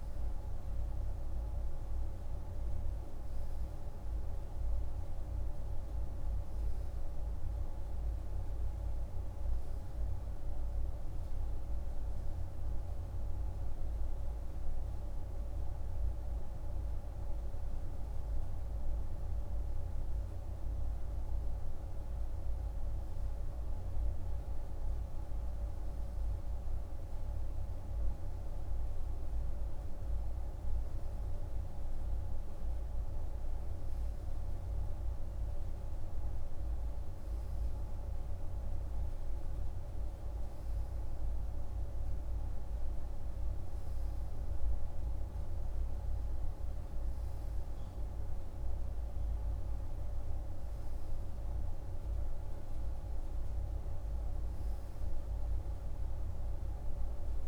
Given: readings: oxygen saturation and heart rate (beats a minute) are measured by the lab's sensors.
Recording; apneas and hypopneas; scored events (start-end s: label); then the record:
breathing in sleep, hard to hear, by a room microphone; none
none scored
From the record:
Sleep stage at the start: N2 (light sleep); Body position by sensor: on the right side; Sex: male